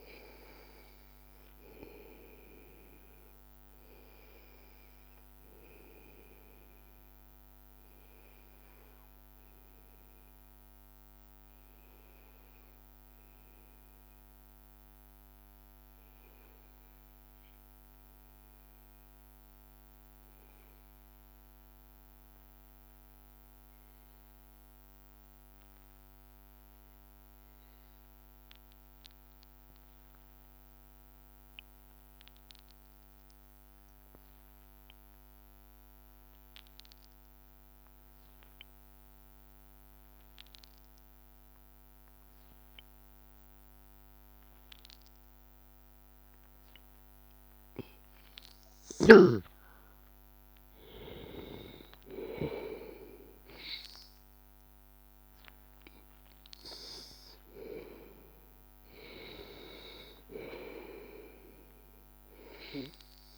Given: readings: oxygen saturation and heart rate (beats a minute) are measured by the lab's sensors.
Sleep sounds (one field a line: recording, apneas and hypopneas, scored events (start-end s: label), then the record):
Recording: breathing in sleep by a microphone on the trachea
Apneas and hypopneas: 1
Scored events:
0.00-6.00 s: oxygen desaturation (device-marked, oxygen 93% lowest, heart rate 81 extreme)
4.00-46.00 s: hypopnea (oxygen 97% before, 92% lowest, heart rate 83 before, 81 extreme, up 2 after)
38.00-63.38 s: oxygen desaturation (device-marked, oxygen 97% before, 92% lowest, heart rate 82 before, 81 extreme)
48.50-51.50 s: arousal
From the record:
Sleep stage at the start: N2 (light sleep)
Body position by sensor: on the back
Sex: male